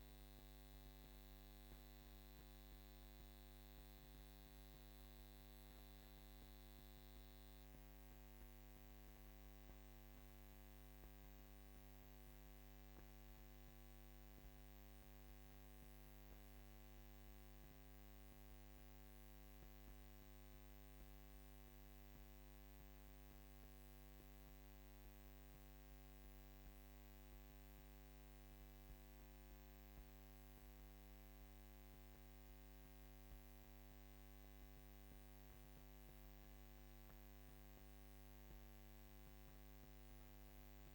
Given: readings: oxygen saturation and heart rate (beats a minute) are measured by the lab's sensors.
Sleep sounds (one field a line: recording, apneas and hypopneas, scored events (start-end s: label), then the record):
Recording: breathing in sleep, hard to hear, by a microphone on the trachea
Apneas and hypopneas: 1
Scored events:
0.00-2.50 s: arousal
18.00-33.00 s: obstructive apnea (oxygen 96% before, 94% lowest, heart rate 55 before, 53 extreme, up 7 after)
35.00-39.00 s: arousal
From the record:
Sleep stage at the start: N2 (light sleep)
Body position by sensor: on the back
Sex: female